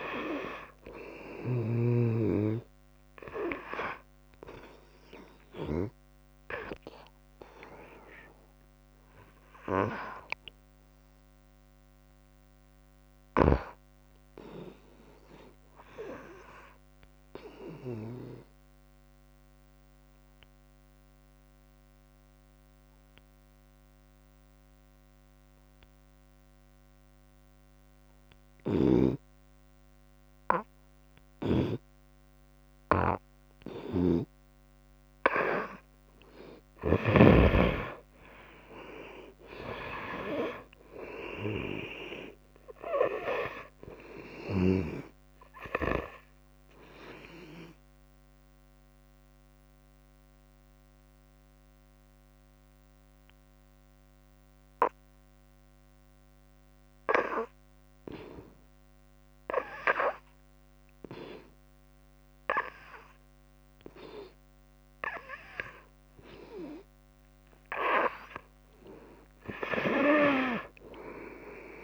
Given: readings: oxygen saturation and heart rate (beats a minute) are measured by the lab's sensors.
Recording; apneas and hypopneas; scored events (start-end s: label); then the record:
breathing in sleep by a microphone on the trachea; 2
0.00-13.00 s: oxygen desaturation (device-marked, oxygen 88% lowest, heart rate 66 extreme)
12.00-31.00 s: obstructive apnea (oxygen 97% before, 88% lowest, heart rate 72 before, 66 extreme, up 7 after)
33.00-37.50 s: arousal
34.00-37.50 s: snoring (device-marked)
38.00-55.00 s: oxygen desaturation (device-marked, oxygen 96% before, 88% lowest, heart rate 69 before, 67 extreme)
46.00-58.00 s: obstructive apnea (oxygen 98% before, 88% lowest, heart rate 74 before, 67 extreme, up 4 after)
59.50-62.50 s: arousal
68.00-71.84 s: oxygen desaturation (device-marked, oxygen 97% before, 89% lowest, heart rate 69 before, 69 extreme)
From the record:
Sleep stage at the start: N2 (light sleep); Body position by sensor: on the right side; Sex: female